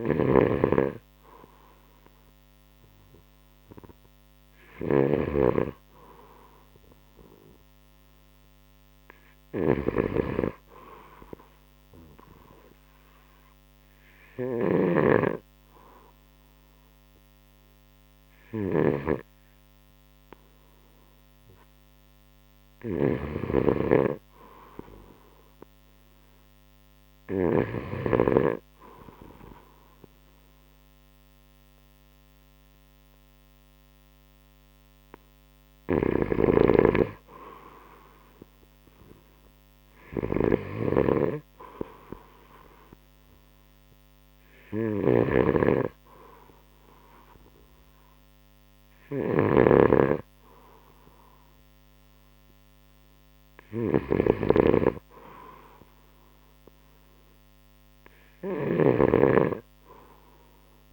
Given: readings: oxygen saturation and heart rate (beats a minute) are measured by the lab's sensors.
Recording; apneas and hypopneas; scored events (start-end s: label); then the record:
breathing in sleep by a microphone on the trachea; 1
0.00-12.00 s: oxygen desaturation (device-marked, oxygen 88% lowest, heart rate 67 extreme)
0.00-28.00 s: snoring (device-marked)
12.00-22.50 s: hypopnea (oxygen 94% before, 91% lowest, heart rate 71 before, 68 extreme, up 1 after)
24.00-28.00 s: arousal
33.00-42.00 s: oxygen desaturation (device-marked, oxygen 94% before, 91% lowest, heart rate 70 before, 68 extreme)
36.00-60.93 s: snoring (device-marked)
From the record:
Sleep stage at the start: N2 (light sleep); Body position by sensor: on the right side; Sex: male